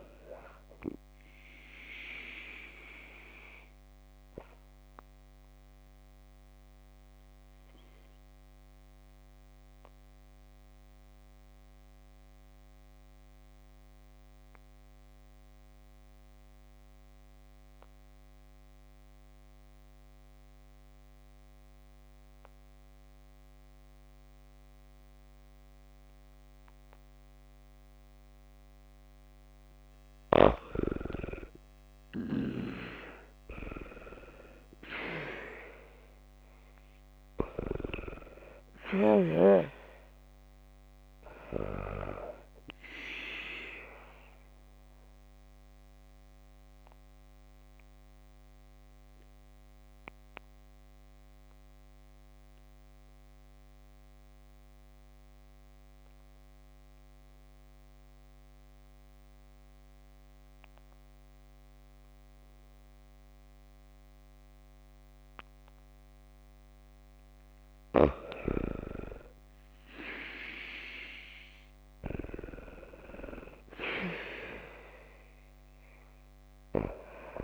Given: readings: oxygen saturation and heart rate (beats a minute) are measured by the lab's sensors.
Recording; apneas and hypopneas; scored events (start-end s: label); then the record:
breathing in sleep by a microphone on the trachea; 2
2.00-29.00 s: obstructive apnea (oxygen 96% before, 89% lowest, heart rate 56 before, 50 extreme, up 18 after)
23.00-38.00 s: oxygen desaturation (device-marked, oxygen 96% before, 89% lowest, heart rate 56 before, 50 extreme)
32.00-35.50 s: arousal
45.00-65.50 s: obstructive apnea (oxygen 97% before, 89% lowest, heart rate 61 before, 51 extreme, up 34 after)
66.00-77.44 s: oxygen desaturation (device-marked, oxygen 96% before, 90% lowest, heart rate 54 before, 50 extreme)
68.50-71.50 s: arousal
From the record:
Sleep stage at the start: N2 (light sleep); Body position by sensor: on the back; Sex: female